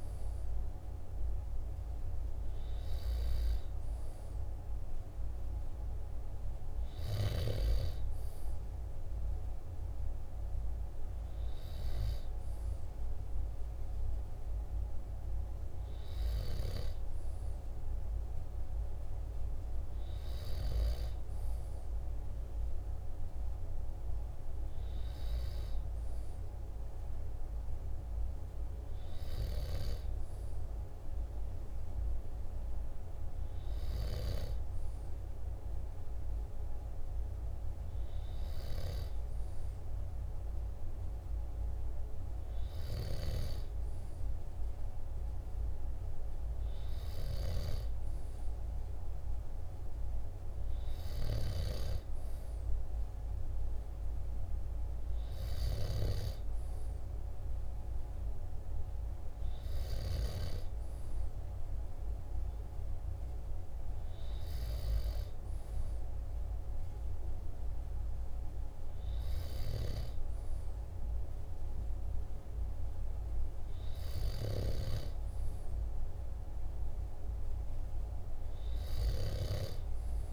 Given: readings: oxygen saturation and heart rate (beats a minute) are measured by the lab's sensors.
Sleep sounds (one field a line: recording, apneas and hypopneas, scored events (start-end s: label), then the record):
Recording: breathing in sleep by a room microphone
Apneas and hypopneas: none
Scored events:
none scored
From the record:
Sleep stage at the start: N2 (light sleep)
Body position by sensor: on the back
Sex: male